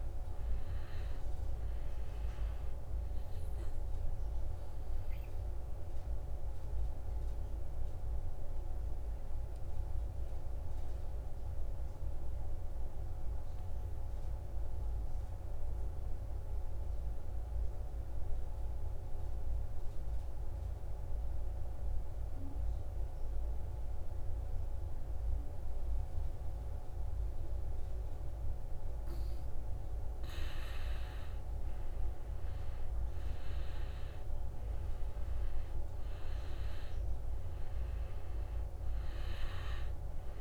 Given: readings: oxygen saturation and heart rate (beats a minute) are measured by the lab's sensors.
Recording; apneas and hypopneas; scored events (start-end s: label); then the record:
breathing in sleep, hard to hear, by a room microphone; 1
0.00-7.50 s: oxygen desaturation (device-marked, oxygen 85% lowest, heart rate 66 extreme)
3.50-30.00 s: obstructive apnea (oxygen 97% before, 85% lowest, heart rate 71 before, 66 extreme, up 9 after)
23.50-40.41 s: oxygen desaturation (device-marked, oxygen 97% before, 85% lowest, heart rate 70 before, 65 extreme)
31.00-35.50 s: arousal
From the record:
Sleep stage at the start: N2 (light sleep); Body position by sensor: on the back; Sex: male